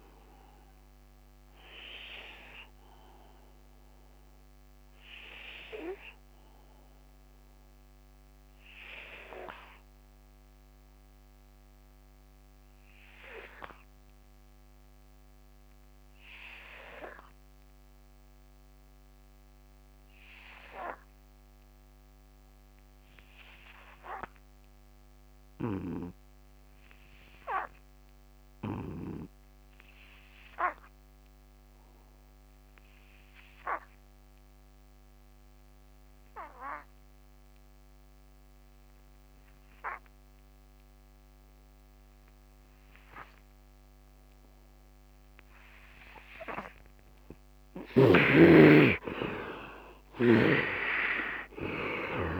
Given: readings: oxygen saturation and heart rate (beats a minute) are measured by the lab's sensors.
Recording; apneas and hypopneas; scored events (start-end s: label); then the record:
breathing in sleep by a microphone on the trachea; 1
0.00-7.00 s: oxygen desaturation (device-marked, oxygen 75% lowest, heart rate 71 extreme)
1.00-47.00 s: obstructive apnea (oxygen 99% before, 63% lowest, heart rate 81 before, 71 extreme, up 15 after)
15.00-52.40 s: oxygen desaturation (device-marked, oxygen 100% before, 63% lowest, heart rate 74 before, 70 extreme)
49.50-52.40 s: arousal
50.00-52.40 s: snoring (device-marked)
From the record:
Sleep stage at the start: N2 (light sleep); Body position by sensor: on the right side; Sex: male